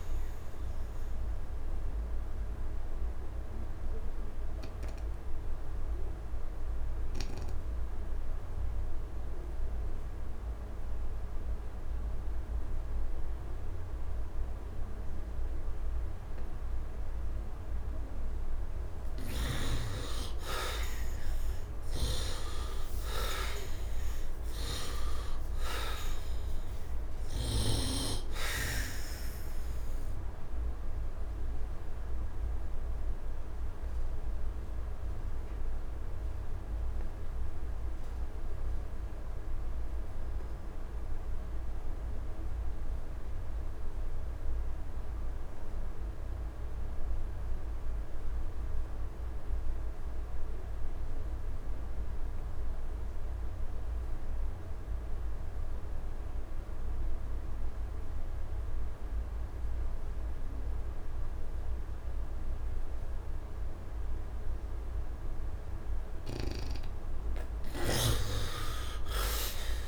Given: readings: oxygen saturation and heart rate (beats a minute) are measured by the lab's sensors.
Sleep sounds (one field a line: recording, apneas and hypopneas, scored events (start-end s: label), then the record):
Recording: breathing in sleep by a room microphone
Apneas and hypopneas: 2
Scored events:
0.00-7.00 s: oxygen desaturation (device-marked, oxygen 73% lowest, heart rate 68 extreme)
1.50-19.50 s: obstructive apnea (oxygen 100% before, 72% lowest, heart rate 77 before, 67 extreme, up 10 after)
20.00-44.00 s: oxygen desaturation (device-marked, oxygen 99% before, 79% lowest, heart rate 74 before, 67 extreme)
25.00-28.00 s: arousal
32.50-65.00 s: obstructive apnea (oxygen 100% before, 69% lowest, heart rate 78 before, 68 extreme, up 4 after)
49.00-69.88 s: oxygen desaturation (device-marked, oxygen 99% before, 69% lowest, heart rate 73 before, 66 extreme)
68.00-69.88 s: arousal
From the record:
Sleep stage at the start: N2 (light sleep)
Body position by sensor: on the right side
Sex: male